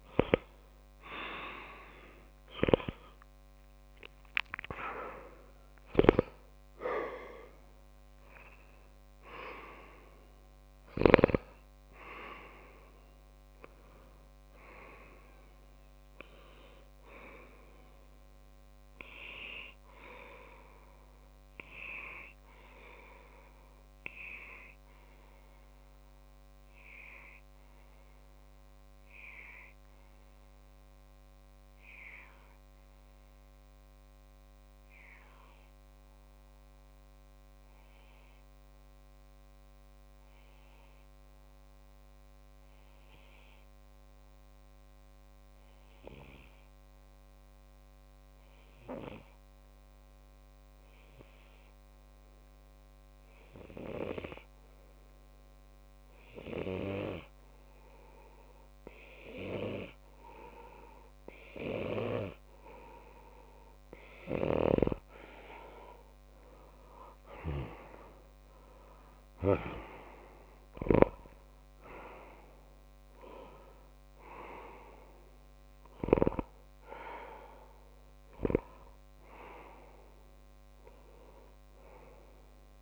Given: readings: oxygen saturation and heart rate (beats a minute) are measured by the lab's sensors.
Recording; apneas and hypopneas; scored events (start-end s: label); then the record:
breathing in sleep by a microphone on the trachea; 1
0.00-10.50 s: oxygen desaturation (device-marked, oxygen 94% lowest)
9.00-11.00 s: long interval between heartbeats (device-marked)
23.00-65.50 s: obstructive apnea (oxygen 97% before, 92% lowest)
53.50-82.82 s: oxygen desaturation (device-marked, oxygen 99% before, 92% lowest)
67.50-71.50 s: arousal
From the record:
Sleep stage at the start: N2 (light sleep); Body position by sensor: on the left side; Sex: male